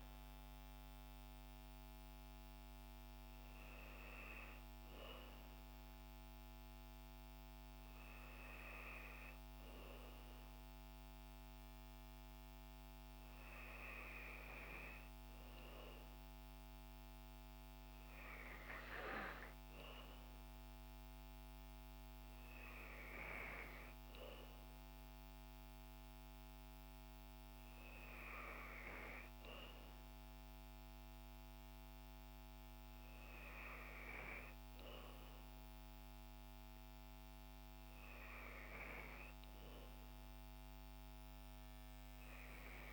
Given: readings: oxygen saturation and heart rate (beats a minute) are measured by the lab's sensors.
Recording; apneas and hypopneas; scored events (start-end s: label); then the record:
breathing in sleep by a microphone on the trachea; none
none scored
From the record:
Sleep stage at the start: N2 (light sleep); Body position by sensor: on the back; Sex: female